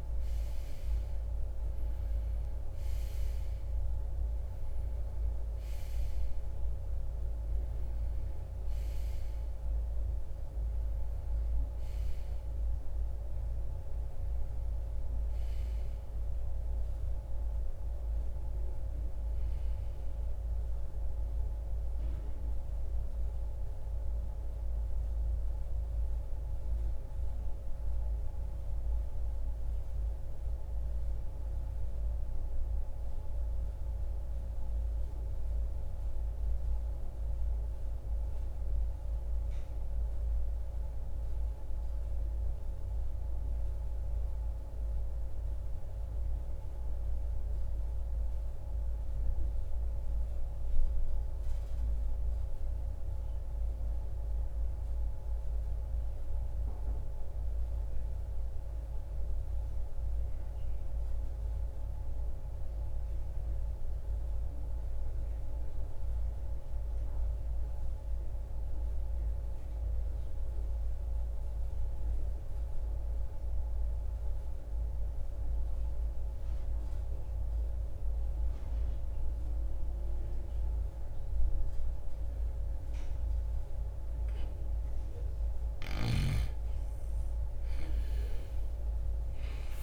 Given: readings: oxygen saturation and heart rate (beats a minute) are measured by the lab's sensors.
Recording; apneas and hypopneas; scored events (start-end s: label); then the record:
breathing in sleep, hard to hear, by a room microphone; 1
0.00-38.00 s: oxygen desaturation (device-marked, oxygen 81% lowest, heart rate 57 extreme)
21.00-85.00 s: mixed apnea (oxygen 95% before, 76% lowest, heart rate 76 before, 43 extreme, up 13 after)
65.00-89.83 s: oxygen desaturation (device-marked, oxygen 97% before, 76% lowest, heart rate 61 before, 43 extreme)
87.00-89.83 s: arousal
From the record:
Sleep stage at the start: REM sleep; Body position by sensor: on the right side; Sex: male